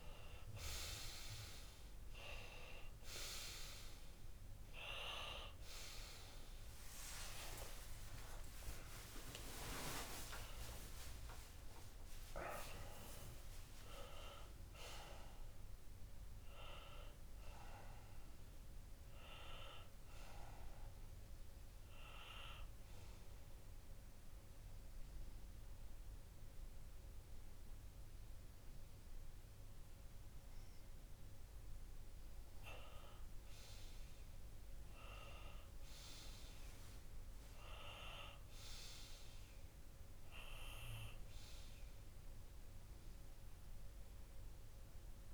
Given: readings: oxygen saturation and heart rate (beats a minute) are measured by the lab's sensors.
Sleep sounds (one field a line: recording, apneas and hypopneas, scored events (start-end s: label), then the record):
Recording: breathing in sleep by a room microphone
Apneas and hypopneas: 1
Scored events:
0.00-7.50 s: oxygen desaturation (device-marked, oxygen 96% lowest)
8.00-12.00 s: arousal
11.00-13.00 s: long interval between heartbeats (device-marked)
13.00-15.00 s: long interval between heartbeats (device-marked)
23.00-33.00 s: hypopnea (oxygen 98% before, 95% lowest)
35.50-39.00 s: arousal
From the record:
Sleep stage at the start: N2 (light sleep)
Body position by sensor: on the left side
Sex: male